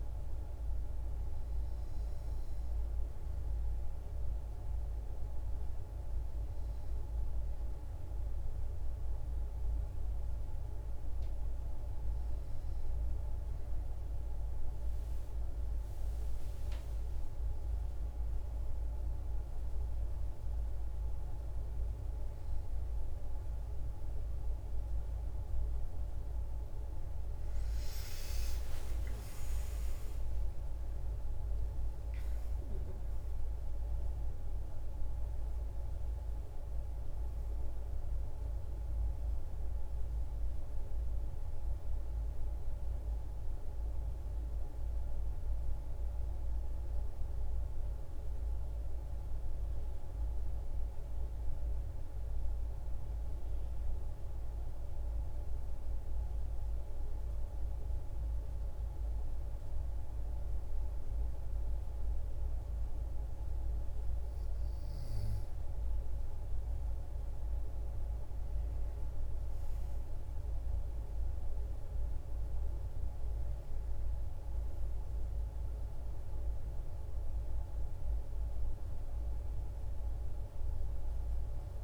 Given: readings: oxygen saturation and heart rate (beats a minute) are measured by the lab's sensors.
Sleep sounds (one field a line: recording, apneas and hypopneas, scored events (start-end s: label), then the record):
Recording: breathing in sleep, hard to hear, by a room microphone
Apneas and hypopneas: 1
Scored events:
28.00-32.50 s: arousal
46.50-59.00 s: mixed apnea (oxygen 95% before, 92% lowest, heart rate 80 before, 56 extreme, up 13 after)
60.50-64.00 s: arousal
62.50-81.84 s: oxygen desaturation (device-marked, oxygen 98% before, 92% lowest, heart rate 70 before, 54 extreme)
From the record:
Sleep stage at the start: N2 (light sleep)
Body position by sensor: on the back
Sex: female